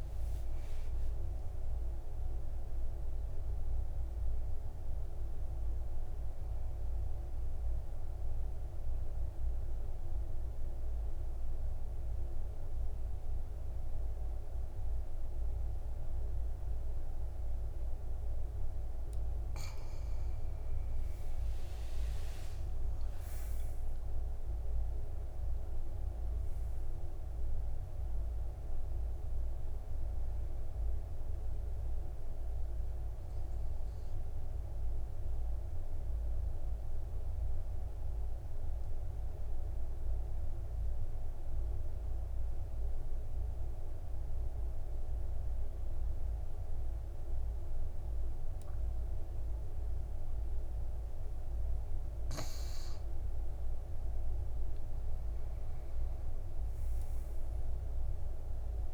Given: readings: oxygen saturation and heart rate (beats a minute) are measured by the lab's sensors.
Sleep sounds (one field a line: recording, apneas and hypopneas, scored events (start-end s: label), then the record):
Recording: breathing in sleep, hard to hear, by a room microphone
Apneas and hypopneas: 2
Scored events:
0.00-4.50 s: arousal
8.50-20.50 s: mixed apnea (oxygen 99% before, 91% lowest, heart rate 69 before, 53 extreme, up 15 after)
21.50-25.50 s: arousal
25.50-37.50 s: oxygen desaturation (device-marked, oxygen 99% before, 94% lowest, heart rate 60 before, 53 extreme)
35.00-54.50 s: mixed apnea (oxygen 99% before, 91% lowest, heart rate 61 before, 53 extreme, up 3 after)
56.50-58.94 s: arousal
From the record:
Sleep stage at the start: N2 (light sleep)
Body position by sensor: on the back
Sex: male